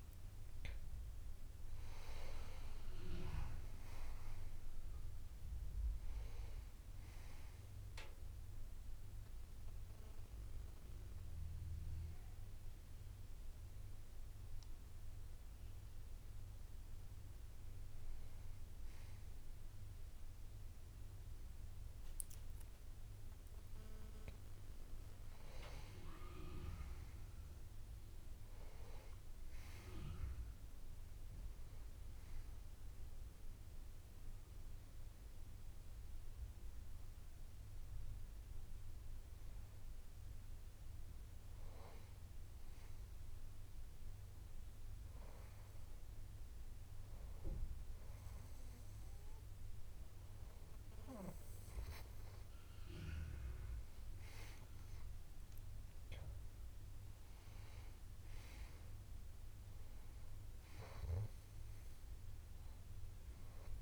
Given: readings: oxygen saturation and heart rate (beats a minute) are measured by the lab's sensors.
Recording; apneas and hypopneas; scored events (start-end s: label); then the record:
breathing in sleep by a room microphone; 1
9.00-19.50 s: hypopnea (oxygen 97% before, 94% lowest)
21.50-25.00 s: arousal
30.00-63.82 s: new sleep stage, N2 (light sleep)
55.00-58.50 s: arousal
From the record:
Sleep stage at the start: N1 (lightest sleep); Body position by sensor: on the back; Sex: male